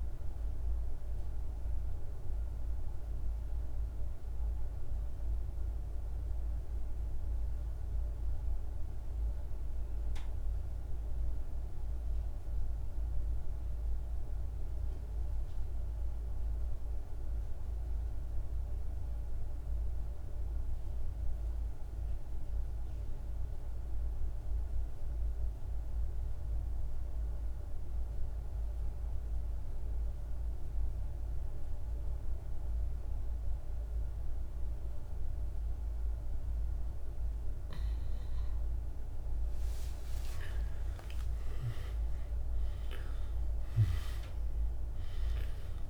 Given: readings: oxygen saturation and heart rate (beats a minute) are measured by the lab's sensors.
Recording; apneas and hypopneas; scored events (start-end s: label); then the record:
breathing in sleep, hard to hear, by a room microphone; 1
0.00-13.50 s: oxygen desaturation (device-marked, oxygen 84% lowest, heart rate 48 extreme)
1.00-38.00 s: mixed apnea (oxygen 98% before, 84% lowest, heart rate 75 before, 48 extreme, up 22 after)
32.50-45.89 s: oxygen desaturation (device-marked, oxygen 100% before, 86% lowest, heart rate 50 before, 48 extreme)
38.50-44.00 s: arousal
From the record:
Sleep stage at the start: N2 (light sleep); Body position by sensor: on the back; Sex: male